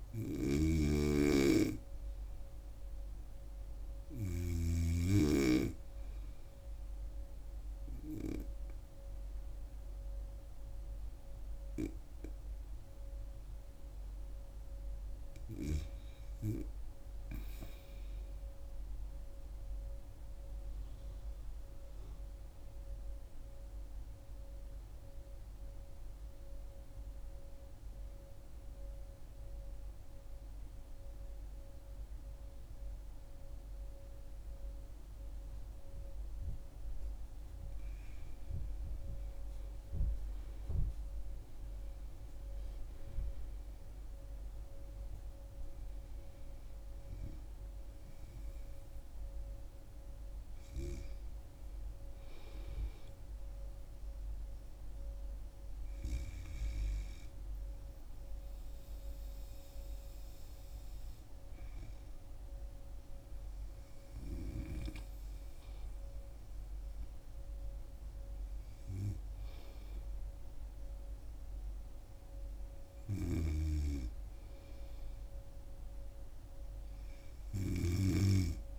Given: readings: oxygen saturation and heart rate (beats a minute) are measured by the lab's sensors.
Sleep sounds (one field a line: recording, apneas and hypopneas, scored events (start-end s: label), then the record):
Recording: breathing in sleep by a room microphone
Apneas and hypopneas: 1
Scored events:
0.00-4.00 s: oxygen desaturation (device-marked, oxygen 87% lowest, heart rate 74 extreme)
0.00-5.00 s: snoring (device-marked)
12.00-15.50 s: arousal
19.50-37.50 s: obstructive apnea (oxygen 98% before, 85% lowest, heart rate 77 before, 72 extreme, up 10 after)
23.00-34.00 s: oxygen desaturation (device-marked, oxygen 96% before, 93% lowest, heart rate 78 before, 72 extreme)
40.00-64.00 s: oxygen desaturation (device-marked, oxygen 95% before, 85% lowest, heart rate 75 before, 78 extreme)
40.50-44.00 s: arousal
66.50-70.50 s: arousal
73.50-78.50 s: snoring (device-marked)
From the record:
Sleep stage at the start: N2 (light sleep)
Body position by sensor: on the right side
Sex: female